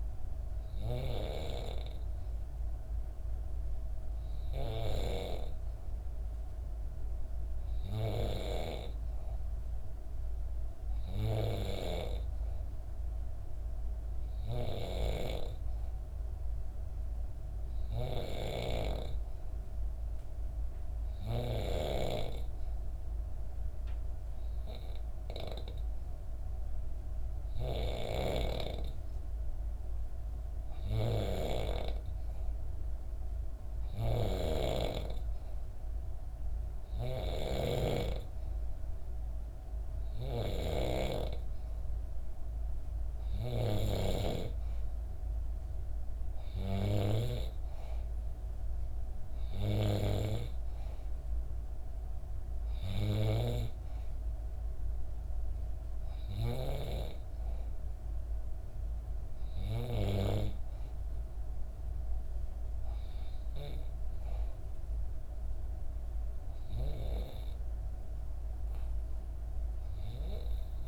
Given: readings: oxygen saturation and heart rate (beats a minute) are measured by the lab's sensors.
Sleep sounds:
breathing in sleep by a room microphone; 1
0.00-2.50 s: oxygen desaturation (device-marked, oxygen 91% lowest, heart rate 63 extreme)
12.50-16.00 s: arousal
19.50-31.50 s: hypopnea (oxygen 95% before, 91% lowest, heart rate 64 before, 64 extreme, up 0 after)
27.50-40.50 s: snoring (device-marked)
34.00-37.50 s: arousal
65.50-69.00 s: arousal
From the record:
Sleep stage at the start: N2 (light sleep); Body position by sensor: on the back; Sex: female

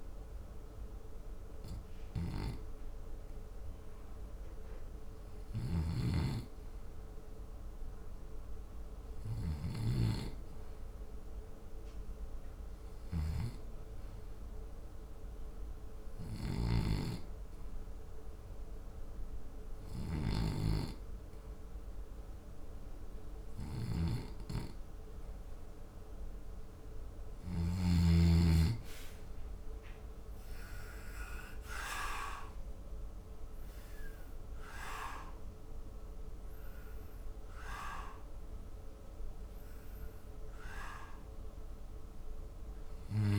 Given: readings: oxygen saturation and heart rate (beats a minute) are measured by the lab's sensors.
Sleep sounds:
breathing in sleep by a room microphone; 1
0.00-35.00 s: oxygen desaturation (device-marked, oxygen 89% lowest, heart rate 62 extreme)
13.50-26.50 s: hypopnea (oxygen 98% before, 85% lowest, heart rate 67 before, 62 extreme, up 19 after)
32.00-37.50 s: arousal
From the record:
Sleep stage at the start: N2 (light sleep); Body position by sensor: on the back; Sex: male

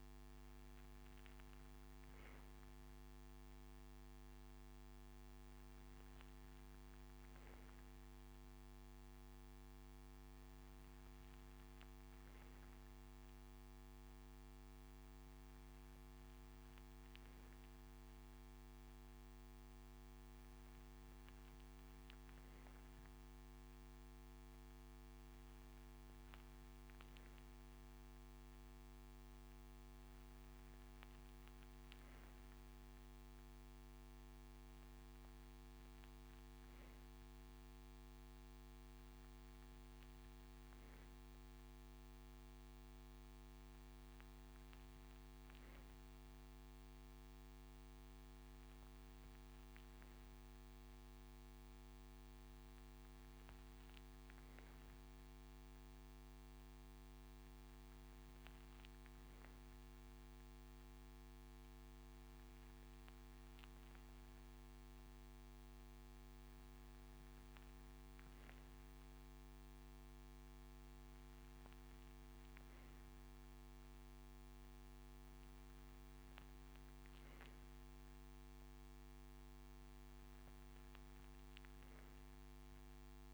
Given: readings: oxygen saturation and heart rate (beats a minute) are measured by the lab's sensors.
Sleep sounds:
breathing in sleep, hard to hear, by a microphone on the trachea; none
30.50-34.00 s: arousal
From the record:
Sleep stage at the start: N3 (deep sleep); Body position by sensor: on the right side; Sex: male

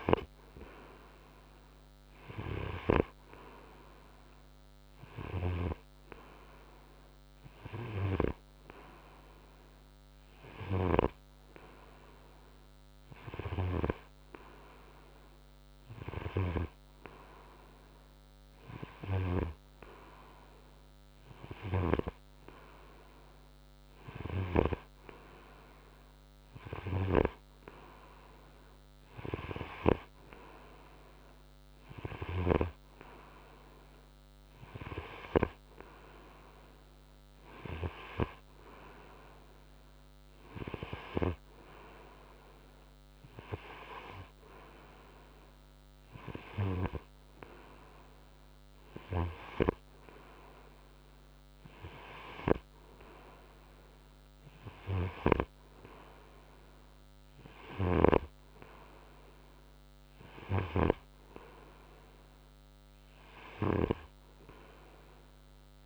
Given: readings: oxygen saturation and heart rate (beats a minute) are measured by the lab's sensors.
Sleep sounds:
breathing in sleep by a microphone on the trachea; none
none scored
From the record:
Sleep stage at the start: N3 (deep sleep); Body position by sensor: on the front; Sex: male

